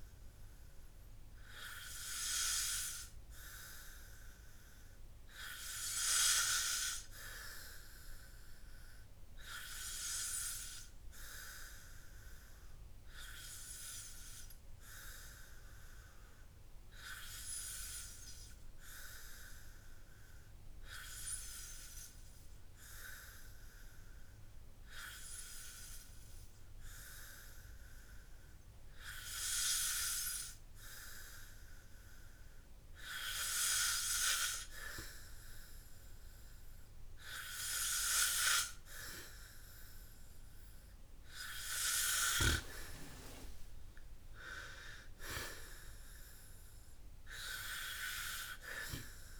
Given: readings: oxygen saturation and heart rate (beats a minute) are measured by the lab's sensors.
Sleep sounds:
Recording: breathing in sleep by a room microphone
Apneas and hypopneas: none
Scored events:
none scored
From the record:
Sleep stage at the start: N2 (light sleep)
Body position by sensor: on the back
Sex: male

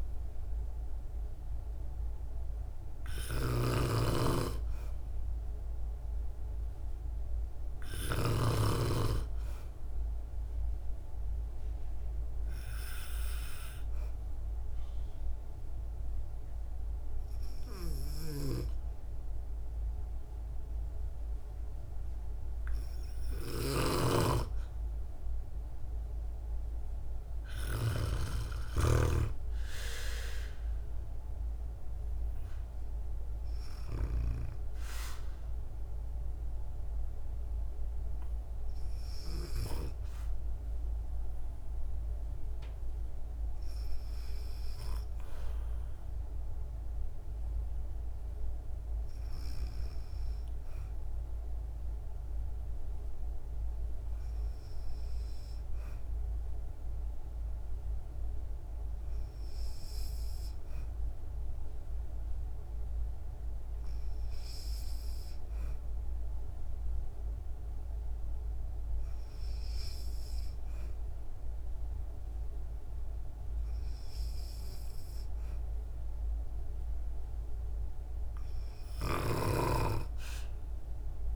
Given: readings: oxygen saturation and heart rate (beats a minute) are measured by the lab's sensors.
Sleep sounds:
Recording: breathing in sleep by a room microphone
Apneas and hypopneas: 1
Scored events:
0.00-8.00 s: snoring (device-marked)
10.00-22.50 s: hypopnea (oxygen 96% before, 95% lowest, heart rate 61 before, 56 extreme, up 5 after)
17.50-28.50 s: snoring (device-marked)
28.00-31.50 s: arousal
78.50-81.36 s: snoring (device-marked)
From the record:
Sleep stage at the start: N2 (light sleep)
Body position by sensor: on the back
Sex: female

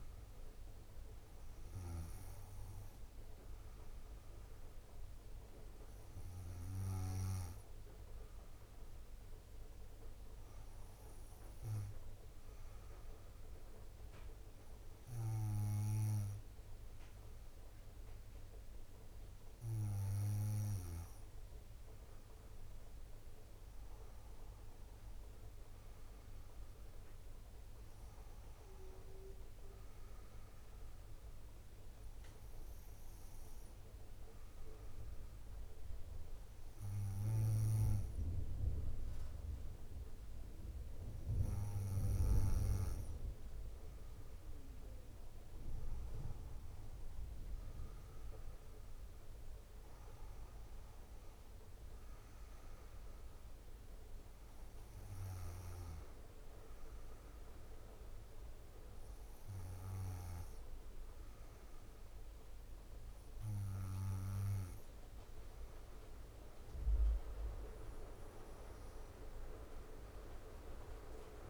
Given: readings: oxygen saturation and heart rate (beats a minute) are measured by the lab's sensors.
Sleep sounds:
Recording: a person partly awake in a sleep study, by a room microphone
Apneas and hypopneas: none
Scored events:
0.00-4.00 s: oxygen desaturation (device-marked, oxygen 95% lowest, heart rate 64 extreme)
47.00-71.50 s: new sleep stage, awake
From the record:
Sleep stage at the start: N2 (light sleep)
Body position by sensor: on the back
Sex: female

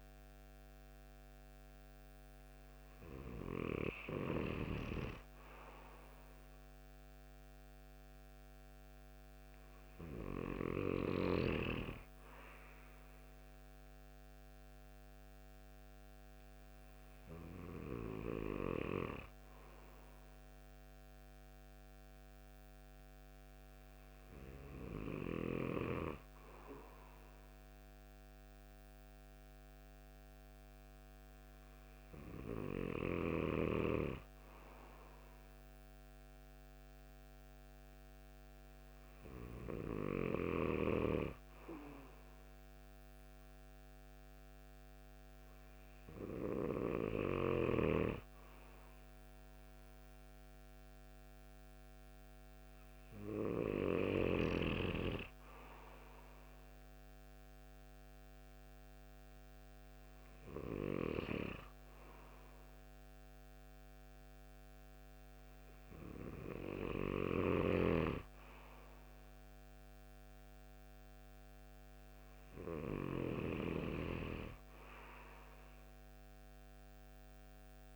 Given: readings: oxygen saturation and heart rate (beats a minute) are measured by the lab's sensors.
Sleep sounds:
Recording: breathing in sleep by a microphone on the trachea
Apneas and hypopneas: none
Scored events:
67.00-73.00 s: snoring (device-marked)
From the record:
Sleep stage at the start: N2 (light sleep)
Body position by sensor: on the right side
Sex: male

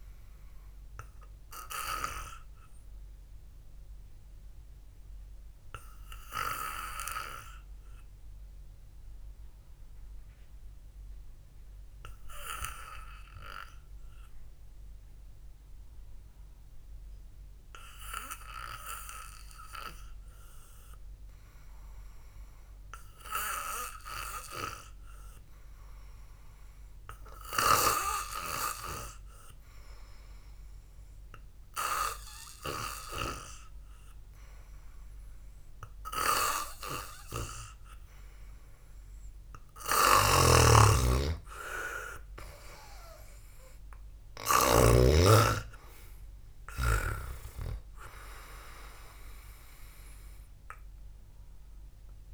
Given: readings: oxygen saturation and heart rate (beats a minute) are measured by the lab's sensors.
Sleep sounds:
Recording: breathing in sleep by a room microphone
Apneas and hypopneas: 1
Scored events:
3.00-22.00 s: obstructive apnea (oxygen 98% before, 91% lowest, heart rate 56 before, 51 extreme)
24.50-28.50 s: arousal
40.50-45.50 s: snoring (device-marked)
45.50-49.00 s: arousal
From the record:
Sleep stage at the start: N2 (light sleep)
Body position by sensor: on the back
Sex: male

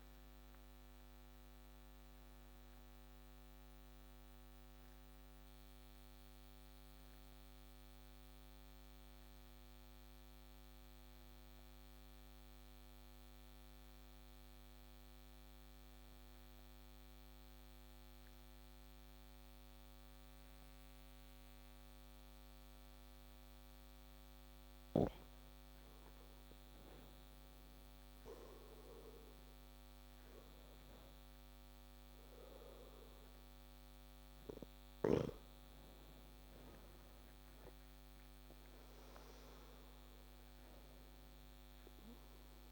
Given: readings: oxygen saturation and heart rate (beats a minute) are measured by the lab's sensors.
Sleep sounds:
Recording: breathing in sleep by a microphone on the trachea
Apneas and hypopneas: 1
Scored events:
0.00-2.50 s: oxygen desaturation (device-marked, oxygen 93% lowest)
1.00-24.50 s: obstructive apnea (oxygen 98% before, 93% lowest)
27.50-33.00 s: arousal
From the record:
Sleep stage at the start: N2 (light sleep)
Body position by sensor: on the back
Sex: male

